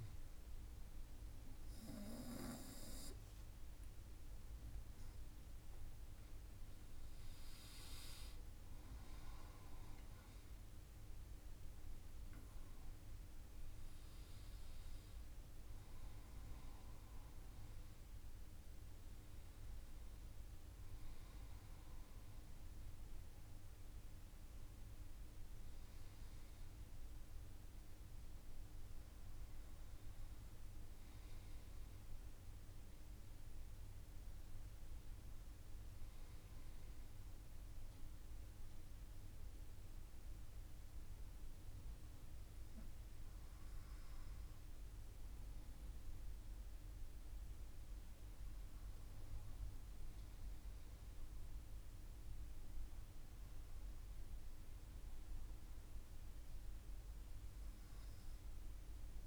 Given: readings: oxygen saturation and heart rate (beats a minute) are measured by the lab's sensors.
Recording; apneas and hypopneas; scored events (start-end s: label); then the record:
breathing in sleep, hard to hear, by a room microphone; none
4.50-9.50 s: arousal
From the record:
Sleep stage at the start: N2 (light sleep); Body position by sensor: on the front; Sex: male